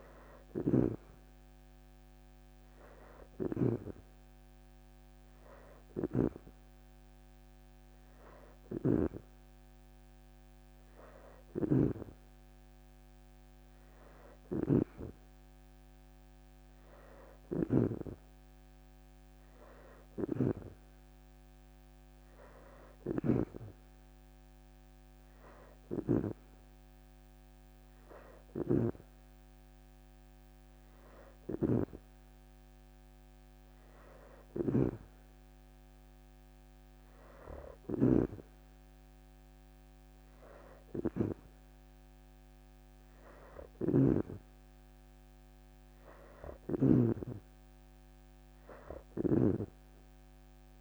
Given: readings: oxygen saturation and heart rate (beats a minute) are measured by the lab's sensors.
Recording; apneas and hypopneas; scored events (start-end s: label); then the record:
breathing in sleep by a microphone on the trachea; none
8.00-17.50 s: snoring (device-marked)
9.50-10.50 s: leg movement (device-marked)
18.00-20.50 s: leg movement (device-marked)
19.50-46.50 s: snoring (device-marked)
21.50-22.50 s: leg movement (device-marked)
34.50-37.00 s: leg movement (device-marked)
38.00-41.50 s: leg movement (device-marked)
43.00-50.00 s: leg movement (device-marked)
44.50-50.81 s: new sleep stage, awake
From the record:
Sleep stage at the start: N2 (light sleep); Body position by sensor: on the back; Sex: female